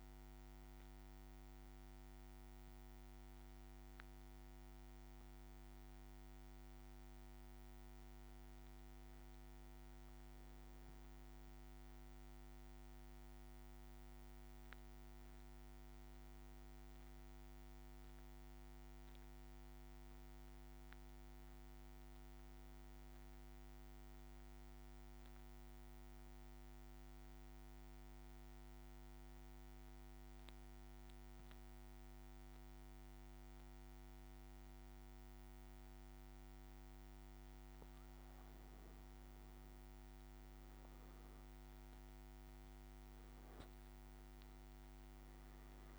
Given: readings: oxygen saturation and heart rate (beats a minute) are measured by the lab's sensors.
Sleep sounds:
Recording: breathing in sleep, hard to hear, by a microphone on the trachea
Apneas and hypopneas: 1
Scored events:
0.00-12.00 s: oxygen desaturation (device-marked, oxygen 95% lowest, heart rate 57 extreme)
14.50-19.00 s: arousal
23.00-37.50 s: central apnea (oxygen 100% before, 95% lowest, heart rate 59 before, 56 extreme, up 3 after)
41.00-45.99 s: arousal
From the record:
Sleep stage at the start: N2 (light sleep)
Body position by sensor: on the back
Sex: male

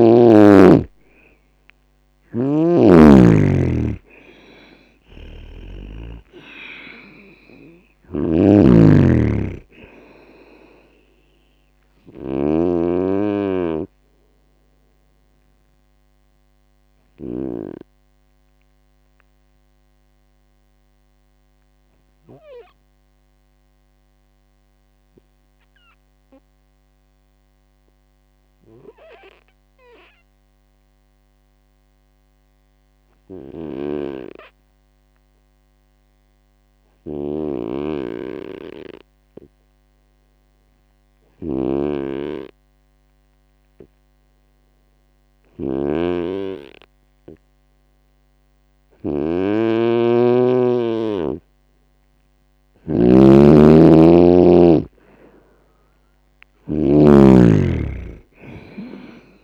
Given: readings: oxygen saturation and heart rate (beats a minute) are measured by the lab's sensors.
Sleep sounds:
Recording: breathing in sleep by a microphone on the trachea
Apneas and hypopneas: 1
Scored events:
0.00-1.50 s: arousal
0.00-17.50 s: snoring (device-marked)
15.00-49.50 s: obstructive apnea (oxygen 99% before, 93% lowest, heart rate 67 before, 58 extreme, up 10 after)
33.50-59.44 s: snoring (device-marked)
52.00-55.50 s: arousal
From the record:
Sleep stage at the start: N2 (light sleep)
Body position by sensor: on the right side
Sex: male

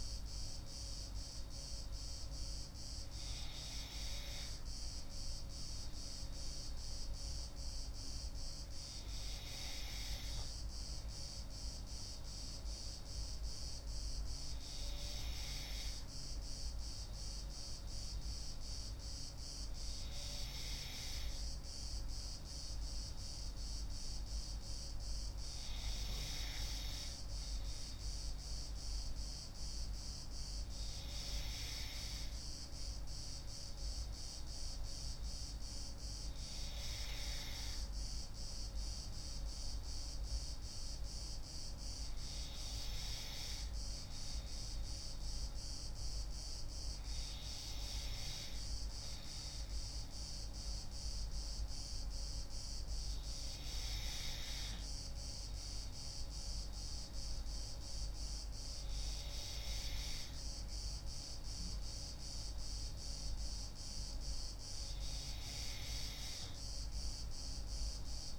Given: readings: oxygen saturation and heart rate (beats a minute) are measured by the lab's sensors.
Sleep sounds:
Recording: breathing in sleep by a room microphone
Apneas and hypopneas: none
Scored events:
none scored
From the record:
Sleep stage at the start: N2 (light sleep)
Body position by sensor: on the left side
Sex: female

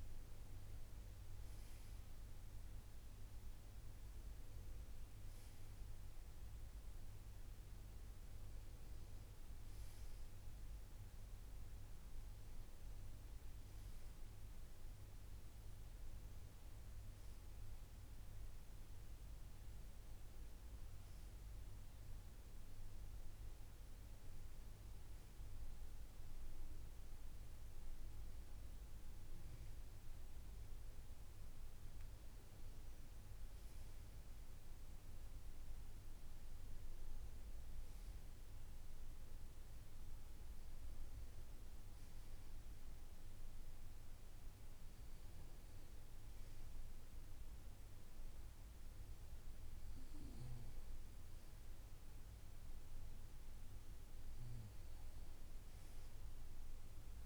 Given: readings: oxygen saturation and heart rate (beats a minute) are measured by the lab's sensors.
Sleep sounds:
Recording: breathing in sleep, hard to hear, by a room microphone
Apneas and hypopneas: none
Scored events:
none scored
From the record:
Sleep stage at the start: N2 (light sleep)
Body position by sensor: on the right side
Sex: male

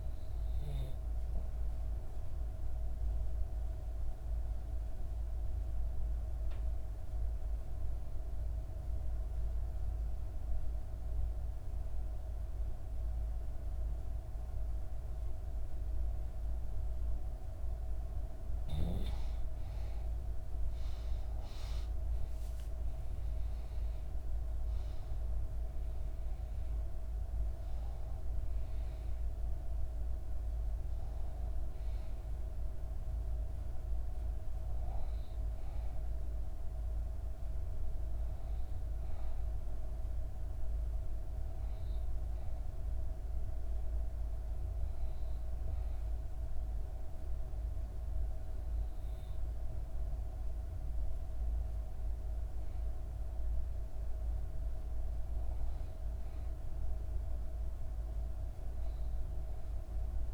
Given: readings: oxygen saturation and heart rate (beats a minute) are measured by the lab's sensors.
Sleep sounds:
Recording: breathing in sleep, hard to hear, by a room microphone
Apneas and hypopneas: 1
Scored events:
1.00-16.50 s: obstructive apnea (oxygen 97% before, 88% lowest, heart rate 64 before, 61 extreme, up 4 after)
13.50-45.50 s: oxygen desaturation (device-marked, oxygen 96% before, 88% lowest, heart rate 63 before, 61 extreme)
18.50-22.50 s: arousal
49.00-53.50 s: arousal
From the record:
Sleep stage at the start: REM sleep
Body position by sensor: on the back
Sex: female

